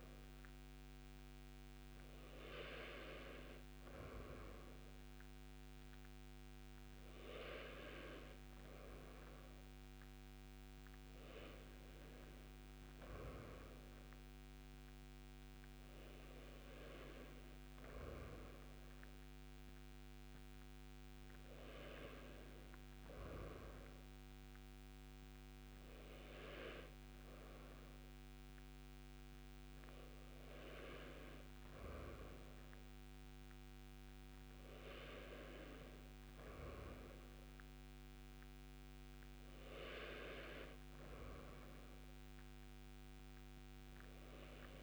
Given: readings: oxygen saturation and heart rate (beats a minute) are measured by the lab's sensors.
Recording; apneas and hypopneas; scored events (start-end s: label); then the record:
breathing in sleep by a microphone on the trachea; none
none scored
From the record:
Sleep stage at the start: N2 (light sleep); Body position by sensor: on the right side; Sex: male